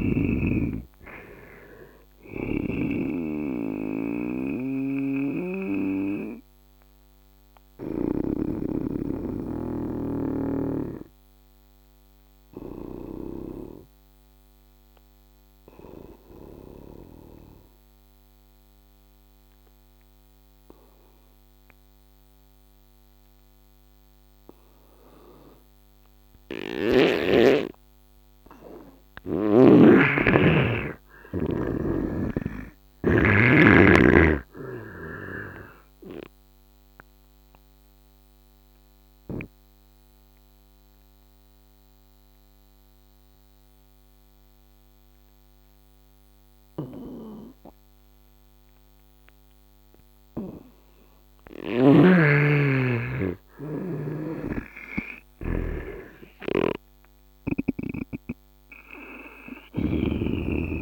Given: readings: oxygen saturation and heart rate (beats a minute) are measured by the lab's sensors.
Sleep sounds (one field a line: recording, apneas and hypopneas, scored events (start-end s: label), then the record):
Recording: breathing in sleep by a microphone on the trachea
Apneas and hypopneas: 2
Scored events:
0.00-2.50 s: snoring (device-marked)
0.00-20.00 s: oxygen desaturation (device-marked, oxygen 82% lowest, heart rate 66 extreme)
4.50-8.00 s: snoring (device-marked)
4.50-27.00 s: obstructive apnea (oxygen 100% before, 82% lowest, heart rate 73 before, 66 extreme, up 14 after)
22.00-54.00 s: oxygen desaturation (device-marked, oxygen 100% before, 86% lowest, heart rate 74 before, 66 extreme)
28.50-32.00 s: arousal
35.00-50.00 s: obstructive apnea (oxygen 100% before, 79% lowest, heart rate 72 before, 66 extreme, up 4 after)
52.00-55.50 s: arousal
54.00-57.50 s: snoring (device-marked)
56.00-60.82 s: oxygen desaturation (device-marked, oxygen 98% before, 83% lowest, heart rate 76 before, 66 extreme)
59.50-60.82 s: snoring (device-marked)
From the record:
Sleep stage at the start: N2 (light sleep)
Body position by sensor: on the right side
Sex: male